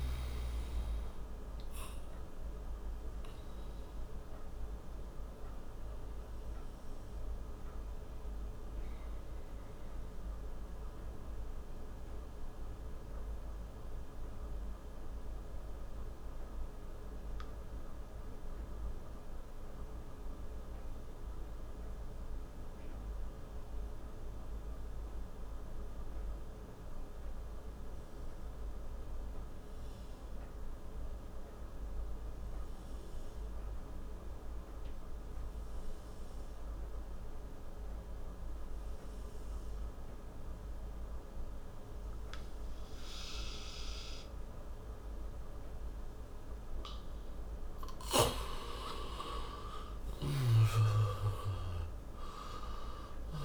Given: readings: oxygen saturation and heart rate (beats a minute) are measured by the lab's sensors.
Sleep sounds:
breathing in sleep by a room microphone; 1
0.00-23.50 s: oxygen desaturation (device-marked, oxygen 85% lowest)
3.00-47.50 s: mixed apnea (oxygen 99% before, 83% lowest)
40.50-53.45 s: oxygen desaturation (device-marked, oxygen 97% before, 83% lowest)
49.50-53.45 s: arousal
From the record:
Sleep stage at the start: N2 (light sleep); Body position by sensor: on the back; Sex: male

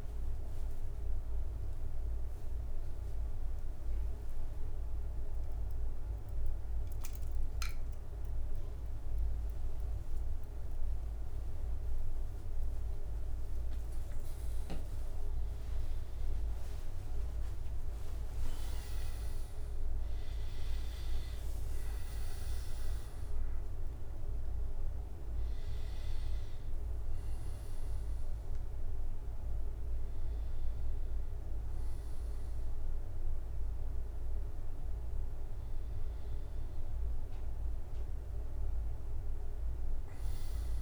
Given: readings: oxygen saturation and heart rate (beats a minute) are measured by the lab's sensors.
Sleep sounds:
a person awake in a sleep study, hard to hear, by a room microphone; none
14.50-16.50 s: long interval between heartbeats (device-marked, heart rate 81 before, 87 extreme)
15.50-31.50 s: drop in pulse transit time (device-marked, heart rate 81 before, 82 extreme)
17.50-34.50 s: oxygen desaturation (device-marked, oxygen 97% before, 94% lowest, heart rate 80 before, 67 extreme)
20.50-40.82 s: new sleep stage, N1 (lightest sleep)
From the record:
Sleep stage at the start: awake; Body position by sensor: on the back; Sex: male

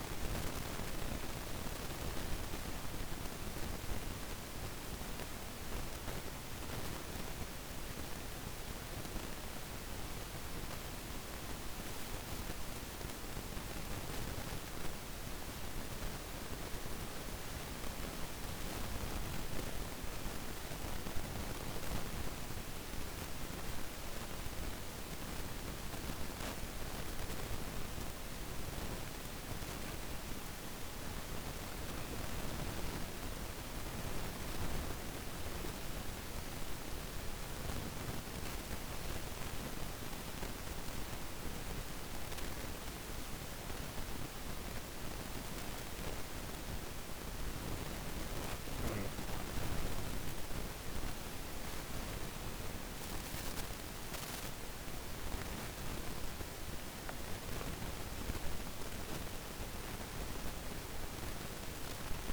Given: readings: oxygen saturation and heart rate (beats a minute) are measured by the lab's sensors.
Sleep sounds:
breathing in sleep, hard to hear, by a microphone on the trachea; 2
9.00-21.00 s: hypopnea (oxygen 96% before, 94% lowest, heart rate 123 before, 89 extreme, up 17 after)
23.50-27.00 s: arousal
45.00-58.00 s: hypopnea (oxygen 96% before, 94% lowest, heart rate 118 before, 104 extreme, up 8 after)
61.00-62.33 s: arousal
From the record:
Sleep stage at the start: N2 (light sleep); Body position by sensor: on the back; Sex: female

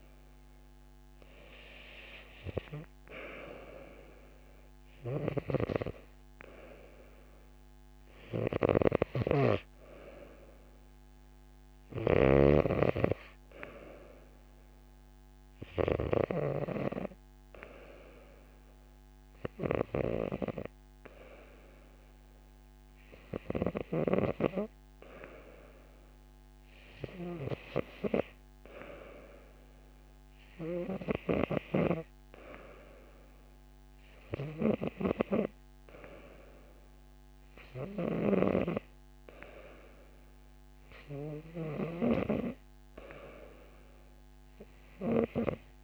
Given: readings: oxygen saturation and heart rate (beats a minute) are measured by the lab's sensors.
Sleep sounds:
breathing in sleep by a microphone on the trachea; none
none scored
From the record:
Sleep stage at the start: N2 (light sleep); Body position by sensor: on the right side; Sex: female

